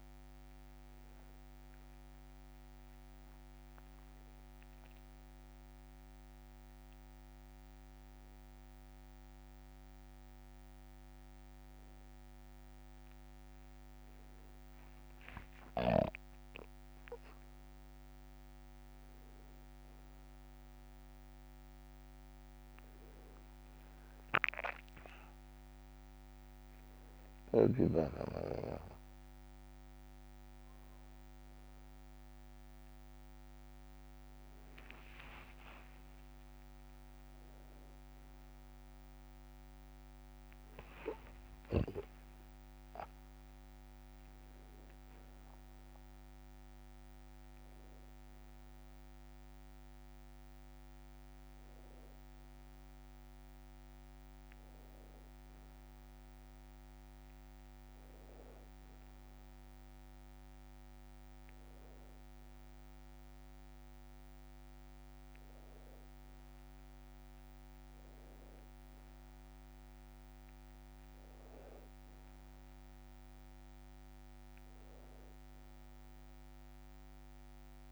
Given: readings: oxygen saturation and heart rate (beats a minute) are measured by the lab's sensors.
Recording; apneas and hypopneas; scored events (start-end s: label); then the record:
breathing in sleep by a microphone on the trachea; none
23.50-25.50 s: long interval between heartbeats (device-marked, heart rate 63 before, 79 extreme)
35.50-37.50 s: long interval between heartbeats (device-marked, heart rate 70 before, 71 extreme)
36.00-41.00 s: arousal
From the record:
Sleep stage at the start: N1 (lightest sleep); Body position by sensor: on the back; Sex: male